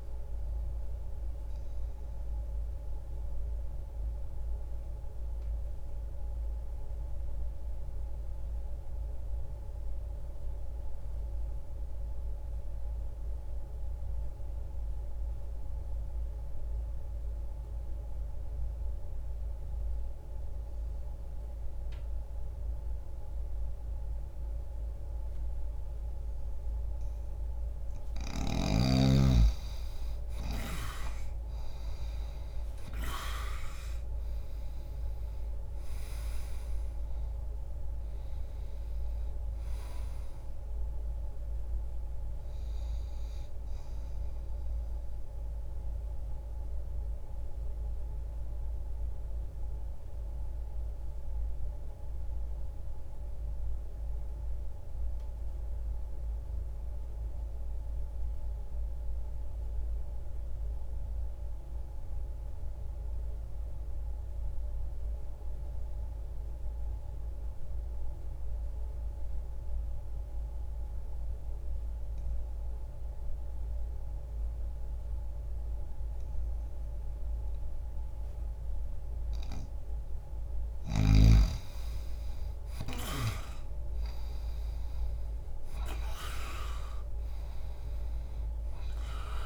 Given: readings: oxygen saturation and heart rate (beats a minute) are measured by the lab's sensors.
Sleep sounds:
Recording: breathing in sleep by a room microphone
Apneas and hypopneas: 2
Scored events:
0.00-23.00 s: oxygen desaturation (device-marked, oxygen 83% lowest, heart rate 60 extreme)
0.50-28.00 s: mixed apnea (oxygen 97% before, 83% lowest, heart rate 72 before, 60 extreme, up 10 after)
31.00-35.00 s: arousal
37.00-47.00 s: oxygen desaturation (device-marked, oxygen 97% before, 90% lowest, heart rate 78 before, 60 extreme)
45.00-79.50 s: mixed apnea (oxygen 97% before, 83% lowest, heart rate 70 before, 60 extreme, up 20 after)
55.00-68.00 s: oxygen desaturation (device-marked, oxygen 91% before, 84% lowest, heart rate 62 before, 60 extreme)
77.00-89.46 s: oxygen desaturation (device-marked, oxygen 97% before, 88% lowest, heart rate 63 before, 60 extreme)
82.00-85.50 s: arousal
From the record:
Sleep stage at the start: N2 (light sleep)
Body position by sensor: on the back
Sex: male

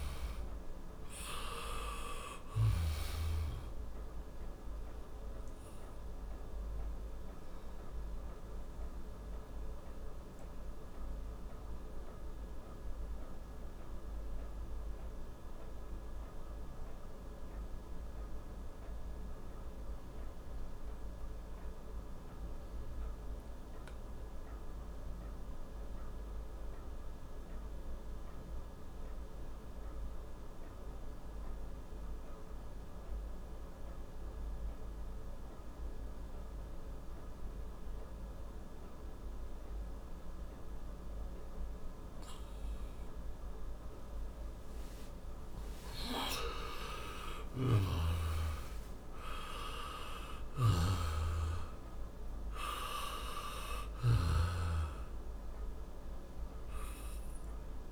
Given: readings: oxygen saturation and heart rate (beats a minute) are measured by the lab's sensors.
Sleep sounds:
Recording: breathing in sleep by a room microphone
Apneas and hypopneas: 1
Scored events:
0.00-23.50 s: oxygen desaturation (device-marked, oxygen 87% lowest, heart rate 57 extreme)
10.00-43.00 s: obstructive apnea (oxygen 98% before, 86% lowest, heart rate 70 before, 57 extreme, up 10 after)
41.50-57.92 s: oxygen desaturation (device-marked, oxygen 97% before, 86% lowest, heart rate 62 before, 56 extreme)
44.50-50.00 s: arousal
From the record:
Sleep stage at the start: N2 (light sleep)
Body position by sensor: on the back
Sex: male

